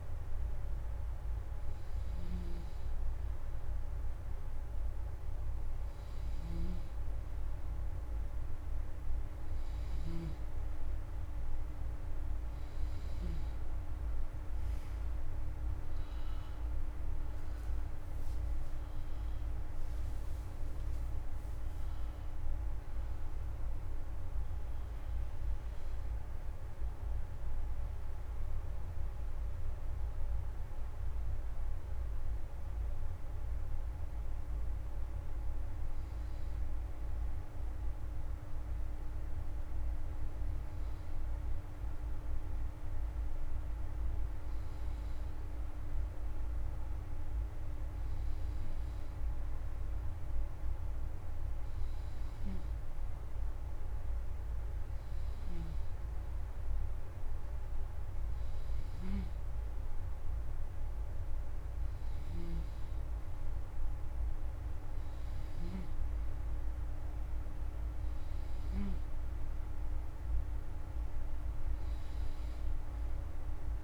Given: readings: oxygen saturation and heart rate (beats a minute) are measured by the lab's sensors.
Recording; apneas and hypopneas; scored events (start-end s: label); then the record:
breathing in sleep, hard to hear, by a room microphone; none
0.00-13.00 s: snoring (device-marked)
55.00-59.00 s: snoring (device-marked)
65.00-68.50 s: snoring (device-marked)
From the record:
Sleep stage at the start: N2 (light sleep); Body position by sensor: on the front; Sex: male